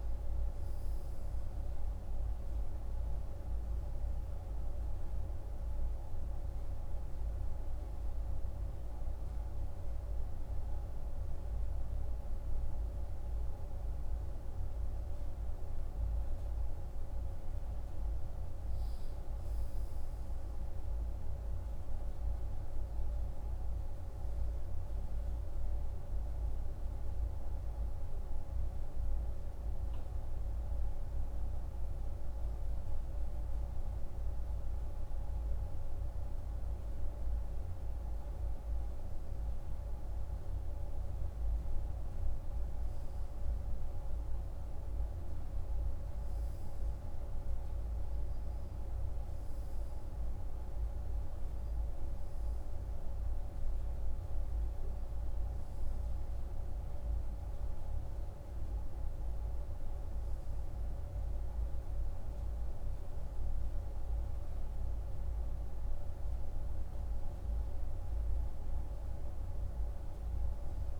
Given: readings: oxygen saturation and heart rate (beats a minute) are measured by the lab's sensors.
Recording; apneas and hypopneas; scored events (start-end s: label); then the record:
breathing in sleep, hard to hear, by a room microphone; 1
24.50-36.50 s: hypopnea (oxygen 98% before, 96% lowest, heart rate 51 before, 47 extreme, up 7 after)
37.50-40.50 s: arousal
From the record:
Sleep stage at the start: N2 (light sleep); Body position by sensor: on the right side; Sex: male